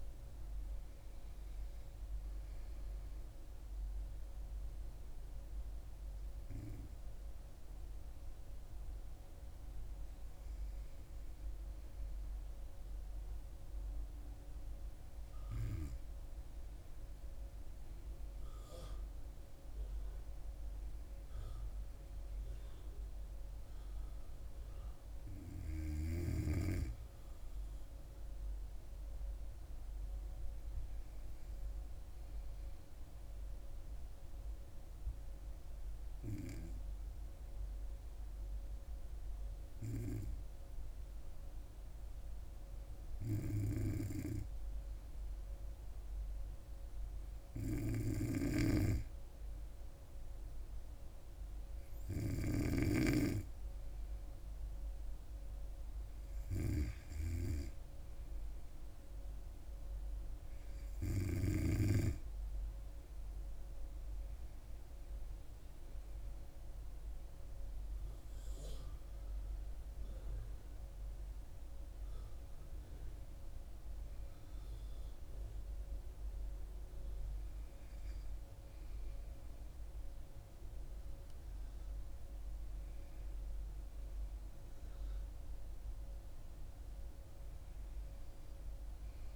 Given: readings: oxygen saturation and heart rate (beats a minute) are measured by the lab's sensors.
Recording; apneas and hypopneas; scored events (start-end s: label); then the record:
breathing in sleep by a room microphone; 1
2.00-89.36 s: new sleep stage, N2 (light sleep)
33.00-49.00 s: hypopnea (oxygen 98% before, 95% lowest, heart rate 68 before, 67 extreme, up 1 after)
48.00-53.00 s: snoring (device-marked)
51.50-54.50 s: arousal
From the record:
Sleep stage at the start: N1 (lightest sleep); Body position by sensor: on the back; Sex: female